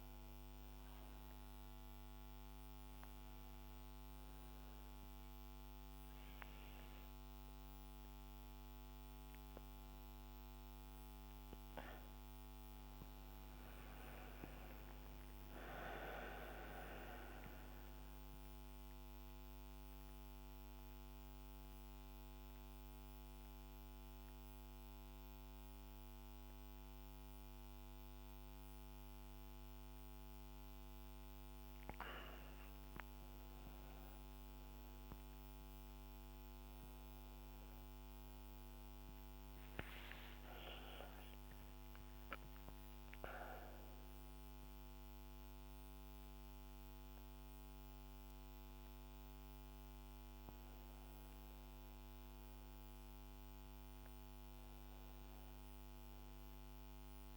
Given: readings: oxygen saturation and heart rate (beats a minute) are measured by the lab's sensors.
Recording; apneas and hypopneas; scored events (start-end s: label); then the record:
breathing in sleep by a microphone on the trachea; 1
12.00-15.50 s: arousal
17.50-32.50 s: central apnea (oxygen 96% before, 94% lowest, heart rate 72 before, 69 extreme, up 4 after)
38.50-43.00 s: arousal
From the record:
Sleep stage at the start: N1 (lightest sleep); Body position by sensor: on the back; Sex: female